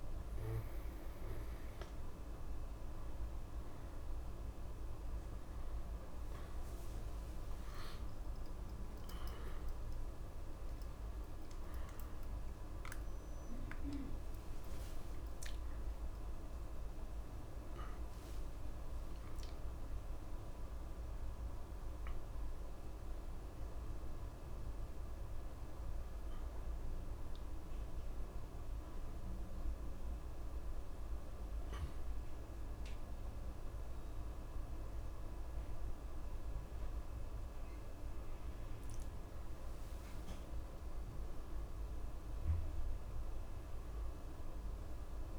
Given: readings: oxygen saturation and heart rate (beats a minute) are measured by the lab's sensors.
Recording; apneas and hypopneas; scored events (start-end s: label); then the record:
a person awake in a sleep study, hard to hear, by a room microphone; none
none scored
From the record:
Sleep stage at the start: awake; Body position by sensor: on the back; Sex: male